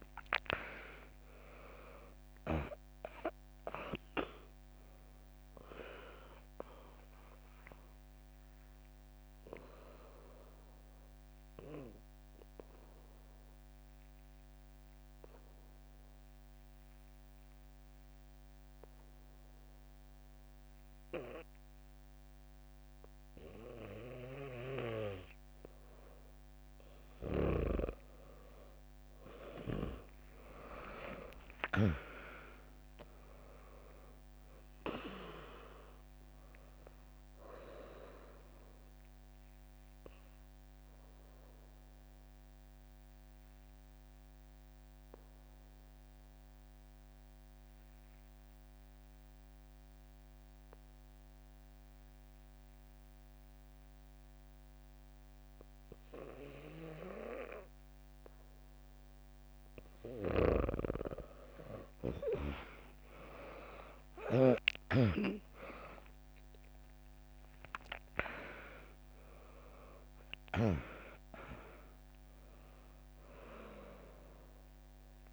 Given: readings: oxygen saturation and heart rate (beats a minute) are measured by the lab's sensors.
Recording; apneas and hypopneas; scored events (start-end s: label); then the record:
breathing in sleep by a microphone on the trachea; 2
0.00-1.00 s: arousal
0.00-11.00 s: drop in pulse transit time (device-marked, heart rate 61 extreme)
0.00-23.00 s: oxygen desaturation (device-marked, oxygen 99% before, 95% lowest, heart rate 64 before, 58 extreme)
8.50-27.00 s: obstructive apnea (oxygen 99% before, 95% lowest, heart rate 65 before, 58 extreme, up 3 after)
30.00-41.00 s: drop in pulse transit time (device-marked, heart rate 70 before, 60 extreme)
30.50-35.00 s: arousal
40.50-60.00 s: obstructive apnea (oxygen 100% before, 95% lowest, heart rate 65 before, 60 extreme, up 2 after)
62.50-67.50 s: arousal
64.00-75.33 s: drop in pulse transit time (device-marked, heart rate 68 before, 62 extreme)
68.00-75.33 s: oxygen desaturation (device-marked, oxygen 99% before, 95% lowest, heart rate 67 before, 59 extreme)
From the record:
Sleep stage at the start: N2 (light sleep); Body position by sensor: on the back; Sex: female